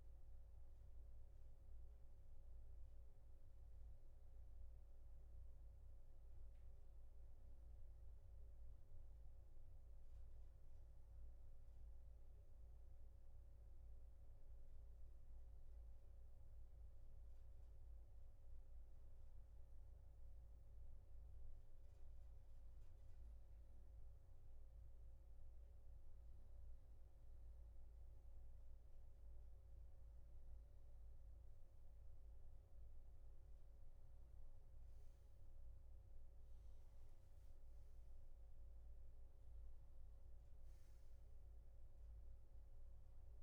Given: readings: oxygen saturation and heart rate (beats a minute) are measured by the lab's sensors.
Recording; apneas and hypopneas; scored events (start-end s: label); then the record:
breathing in sleep, hard to hear, by a room microphone; none
none scored
From the record:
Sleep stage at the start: N3 (deep sleep); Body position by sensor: on the right side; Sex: male